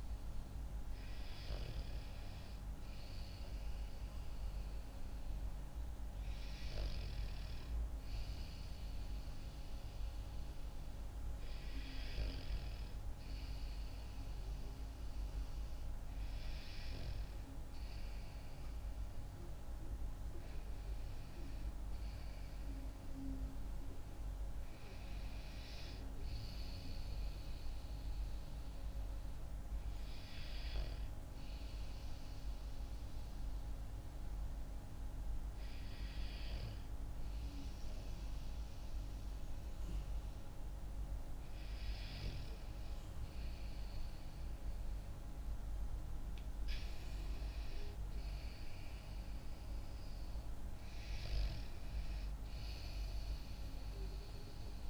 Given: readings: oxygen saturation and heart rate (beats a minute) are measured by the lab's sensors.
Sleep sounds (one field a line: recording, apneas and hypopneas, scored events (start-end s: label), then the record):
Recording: breathing in sleep, hard to hear, by a room microphone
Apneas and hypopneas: 1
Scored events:
17.50-22.50 s: arousal
29.50-42.50 s: hypopnea (oxygen 96% before, 94% lowest)
45.50-50.00 s: arousal
From the record:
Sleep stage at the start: N2 (light sleep)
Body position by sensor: on the back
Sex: female